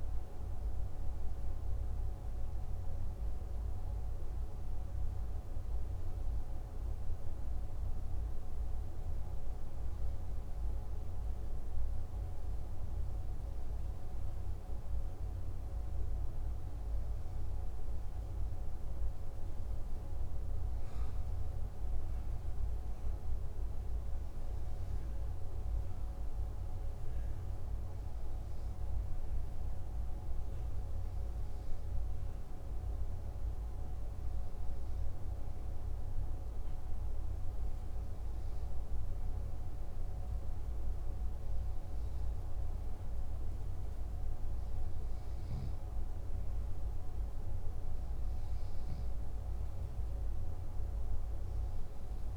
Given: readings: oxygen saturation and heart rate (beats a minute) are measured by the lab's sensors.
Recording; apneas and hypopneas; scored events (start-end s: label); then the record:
breathing in sleep, hard to hear, by a room microphone; none
none scored
From the record:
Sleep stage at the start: N2 (light sleep); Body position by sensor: on the back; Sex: male